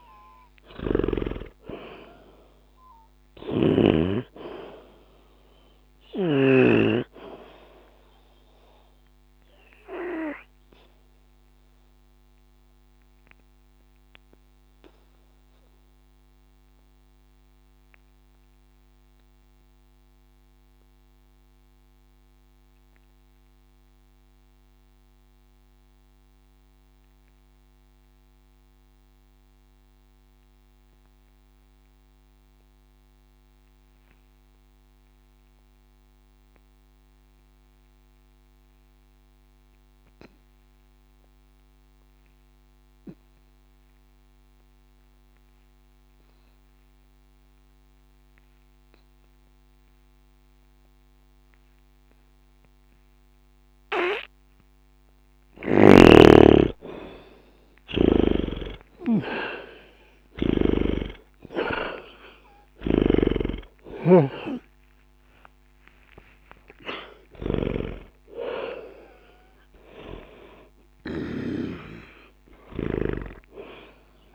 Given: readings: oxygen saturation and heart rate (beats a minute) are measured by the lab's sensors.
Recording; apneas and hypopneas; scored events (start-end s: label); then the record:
breathing in sleep by a microphone on the trachea; 1
0.00-30.50 s: oxygen desaturation (device-marked, oxygen 74% lowest, heart rate 59 extreme)
9.50-56.00 s: obstructive apnea (oxygen 94% before, 74% lowest, heart rate 60 before, 59 extreme, up 40 after)
46.50-74.35 s: oxygen desaturation (device-marked, oxygen 99% before, 75% lowest, heart rate 61 before, 60 extreme)
58.00-71.50 s: snoring (device-marked)
58.50-62.00 s: arousal
From the record:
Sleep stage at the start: N2 (light sleep); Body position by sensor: on the back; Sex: male